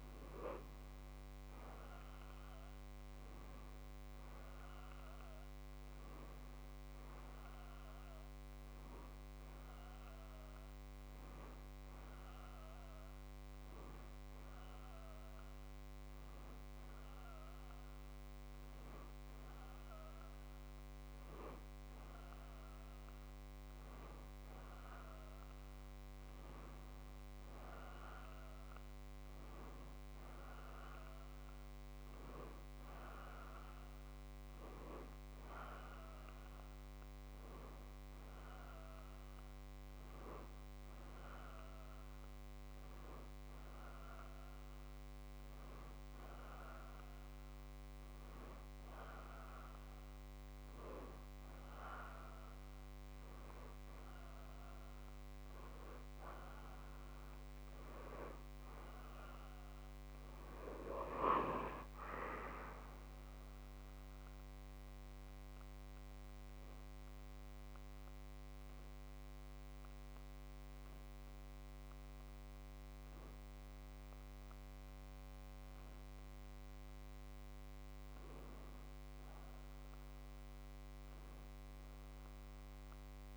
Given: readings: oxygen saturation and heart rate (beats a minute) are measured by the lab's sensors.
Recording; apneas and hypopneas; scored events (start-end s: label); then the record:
breathing in sleep by a microphone on the trachea; 1
6.00-83.37 s: new sleep stage, REM sleep
58.50-62.50 s: arousal
65.50-78.50 s: obstructive apnea (oxygen 94% before, 91% lowest, heart rate 114 before, 60 extreme, up 1 after)
82.00-83.37 s: arousal
From the record:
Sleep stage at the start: N2 (light sleep); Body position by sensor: on the back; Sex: male